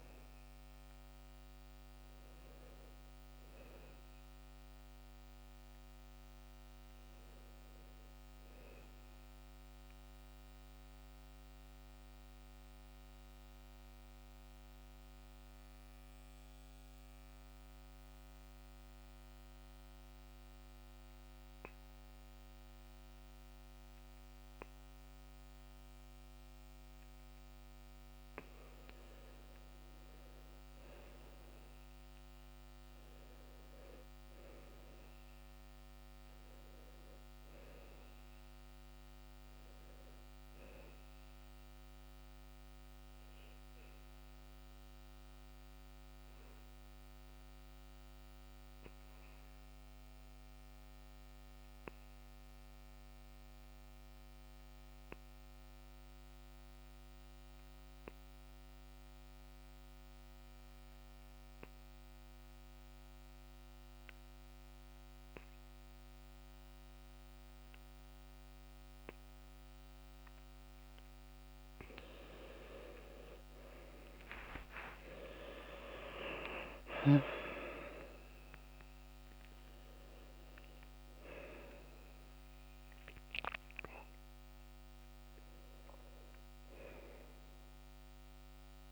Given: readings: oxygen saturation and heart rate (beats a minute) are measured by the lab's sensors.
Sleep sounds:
breathing in sleep by a microphone on the trachea; 2
0.00-20.50 s: oxygen desaturation (device-marked, oxygen 93% lowest, heart rate 62 extreme)
10.50-29.00 s: mixed apnea (oxygen 99% before, 89% lowest, heart rate 68 before, 62 extreme, up 11 after)
31.50-35.50 s: arousal
34.50-43.50 s: oxygen desaturation (device-marked, oxygen 97% before, 94% lowest, heart rate 64 before, 62 extreme)
44.50-72.50 s: obstructive apnea (oxygen 97% before, 85% lowest, heart rate 69 before, 62 extreme, up 18 after)
48.50-61.50 s: oxygen desaturation (device-marked, oxygen 95% before, 91% lowest, heart rate 69 before, 63 extreme)
74.00-79.00 s: arousal
76.50-88.92 s: oxygen desaturation (device-marked, oxygen 96% before, 85% lowest, heart rate 65 before, 63 extreme)
From the record:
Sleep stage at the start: N2 (light sleep); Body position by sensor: on the back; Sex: male

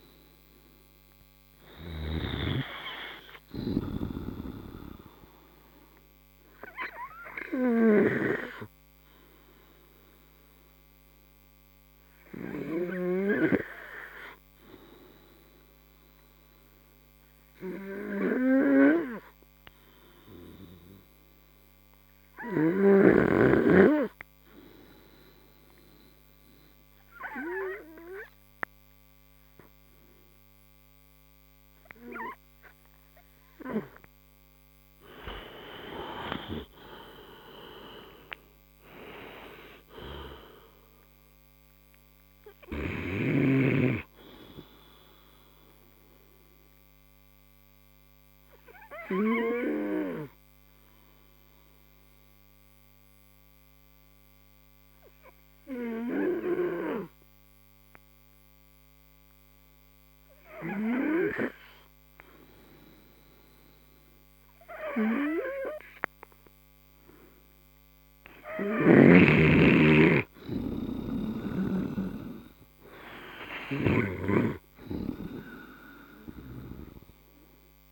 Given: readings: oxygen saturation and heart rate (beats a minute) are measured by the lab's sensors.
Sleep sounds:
breathing in sleep by a microphone on the trachea; 2
0.00-20.00 s: oxygen desaturation (device-marked, oxygen 97% before, 92% lowest)
13.50-32.50 s: hypopnea (oxygen 97% before, 91% lowest)
34.50-38.00 s: arousal
43.00-77.91 s: new sleep stage, N2 (light sleep)
46.50-62.00 s: obstructive apnea (oxygen 95% before, 91% lowest)
65.00-68.50 s: arousal
From the record:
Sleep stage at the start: N3 (deep sleep); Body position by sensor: on the right side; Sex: male

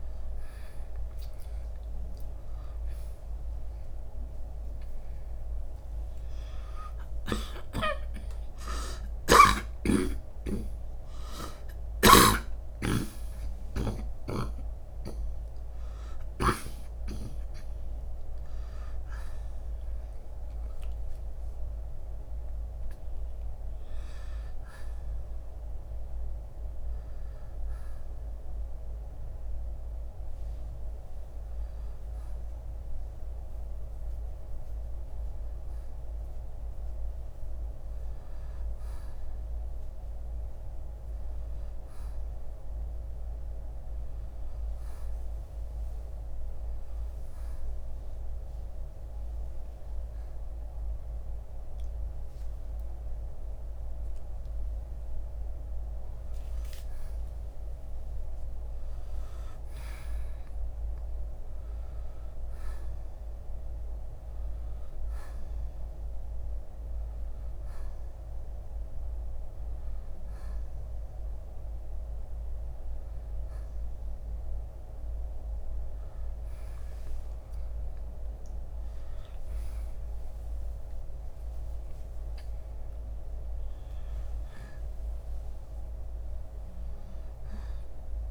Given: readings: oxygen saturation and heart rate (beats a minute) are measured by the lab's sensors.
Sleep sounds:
a person awake in a sleep study, by a room microphone; none
9.00-12.50 s: snoring (device-marked)
66.50-84.50 s: oxygen desaturation (device-marked, oxygen 94% before, 90% lowest, heart rate 70 before, 67 extreme)
From the record:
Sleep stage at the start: awake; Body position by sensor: on the right side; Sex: male

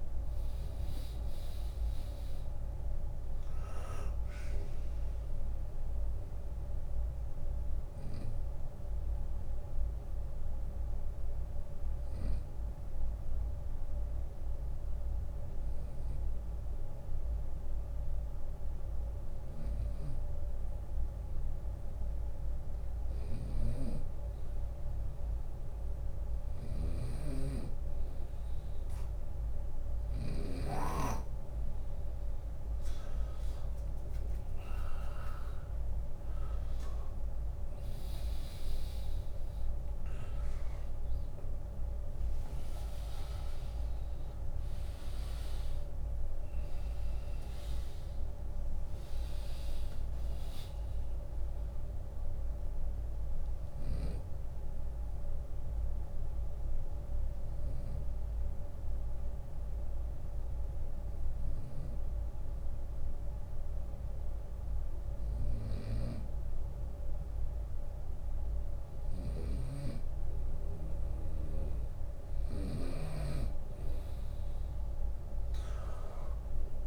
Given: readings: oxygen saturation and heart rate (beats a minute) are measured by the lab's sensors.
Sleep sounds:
breathing in sleep by a room microphone; 2
0.00-2.00 s: long interval between heartbeats (device-marked, heart rate 64 before, 72 extreme)
0.00-6.00 s: drop in pulse transit time (device-marked, heart rate 68 extreme)
6.00-21.50 s: hypopnea (oxygen 97% before, 95% lowest, heart rate 70 before, 65 extreme, up 14 after)
22.00-29.50 s: snoring (device-marked)
23.50-26.50 s: arousal
34.00-56.00 s: drop in pulse transit time (device-marked, heart rate 73 before, 74 extreme)
36.00-46.00 s: oxygen desaturation (device-marked, oxygen 100% before, 96% lowest, heart rate 74 before, 70 extreme)
40.00-49.00 s: tachycardia (device-marked, heart rate 71 before, 185 extreme)
43.00-45.00 s: long interval between heartbeats (device-marked, heart rate 78 before, 124 extreme)
45.50-47.50 s: long interval between heartbeats (device-marked, heart rate 84 before, 154 extreme)
47.00-50.50 s: arousal
53.00-67.50 s: obstructive apnea (oxygen 100% before, 96% lowest, heart rate 115 before, 66 extreme, up 6 after)
68.00-72.00 s: snoring (device-marked)
71.00-74.50 s: arousal
From the record:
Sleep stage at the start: N2 (light sleep); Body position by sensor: on the right side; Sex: male

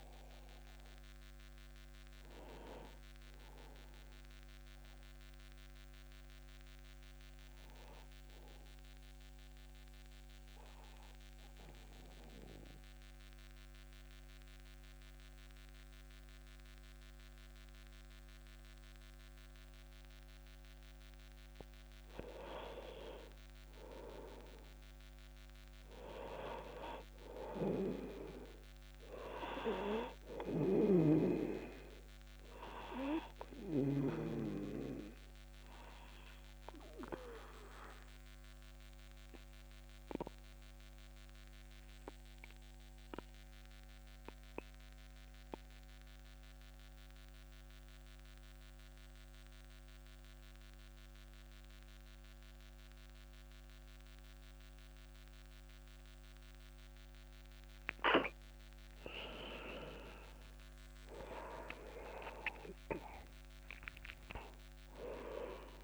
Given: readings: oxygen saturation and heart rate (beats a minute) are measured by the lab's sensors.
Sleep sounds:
breathing in sleep by a microphone on the trachea; 2
0.00-5.00 s: oxygen desaturation (device-marked, oxygen 91% lowest)
5.00-20.50 s: obstructive apnea (oxygen 97% before, 89% lowest)
22.50-27.50 s: arousal
27.00-46.00 s: oxygen desaturation (device-marked, oxygen 98% before, 94% lowest, heart rate 39 before, 35 extreme)
35.00-57.00 s: obstructive apnea (oxygen 99% before, 89% lowest, heart rate 48 before, 25 extreme, up 57 after)
58.00-65.83 s: oxygen desaturation (device-marked, oxygen 98% before, 89% lowest, heart rate 72 before, 25 extreme)
59.50-63.50 s: arousal
From the record:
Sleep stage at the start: N2 (light sleep); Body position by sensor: on the back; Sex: male

